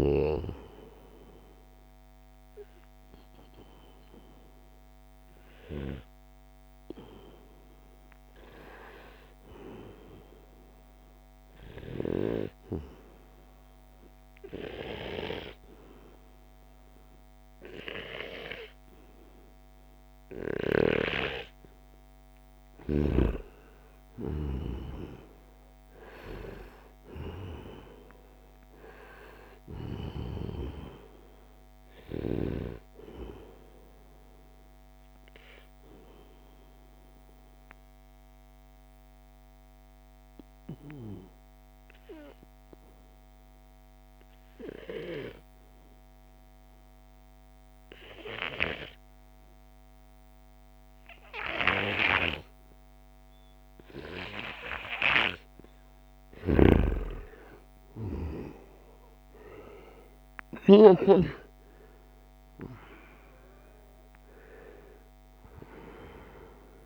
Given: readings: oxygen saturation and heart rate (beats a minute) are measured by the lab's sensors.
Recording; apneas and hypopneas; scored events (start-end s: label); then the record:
breathing in sleep by a microphone on the trachea; 2
0.00-7.00 s: oxygen desaturation (device-marked, oxygen 93% lowest, heart rate 77 extreme)
12.00-22.00 s: obstructive apnea (oxygen 97% before, 89% lowest, heart rate 82 before, 76 extreme, up 2 after)
25.00-28.50 s: arousal
32.00-39.00 s: oxygen desaturation (device-marked, oxygen 94% before, 91% lowest, heart rate 79 before, 71 extreme)
35.50-55.00 s: obstructive apnea (oxygen 95% before, 89% lowest, heart rate 79 before, 71 extreme, up 3 after)
55.00-66.86 s: oxygen desaturation (device-marked, oxygen 95% before, 89% lowest, heart rate 77 before, 70 extreme)
55.50-60.00 s: arousal
56.00-60.50 s: snoring (device-marked)
From the record:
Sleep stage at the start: N2 (light sleep); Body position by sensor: on the right side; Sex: male